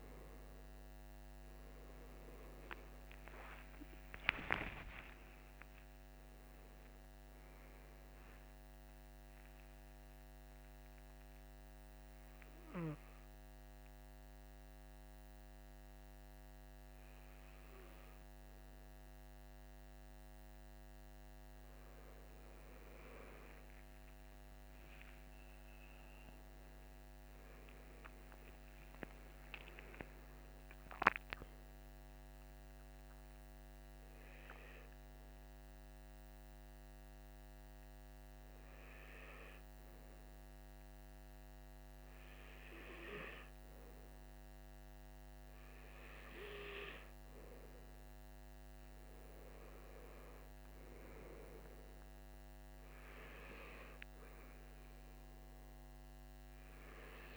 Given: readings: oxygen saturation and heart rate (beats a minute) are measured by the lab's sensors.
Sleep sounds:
breathing in sleep by a microphone on the trachea; none
24.00-29.00 s: arousal
From the record:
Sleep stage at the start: N2 (light sleep); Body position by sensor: on the right side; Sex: male

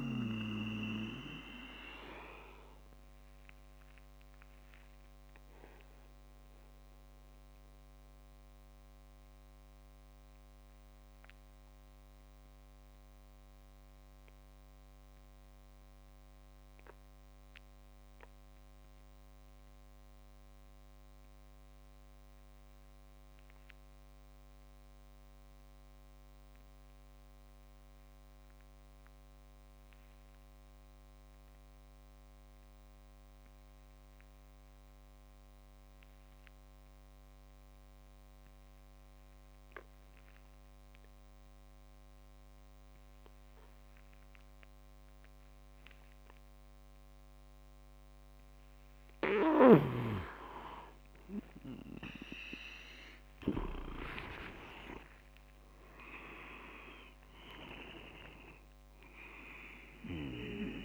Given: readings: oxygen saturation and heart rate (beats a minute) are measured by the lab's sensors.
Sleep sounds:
breathing in sleep by a microphone on the trachea; 1
0.00-2.00 s: oxygen desaturation (device-marked, oxygen 93% lowest, heart rate 52 extreme)
1.50-45.00 s: obstructive apnea (oxygen 99% before, 92% lowest, heart rate 64 before, 52 extreme, up 42 after)
53.00-60.85 s: oxygen desaturation (device-marked, oxygen 98% before, 93% lowest, heart rate 69 before, 55 extreme)
53.50-56.50 s: leg movement (device-marked)
55.00-60.00 s: arousal
From the record:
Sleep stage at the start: N2 (light sleep); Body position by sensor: on the back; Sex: male

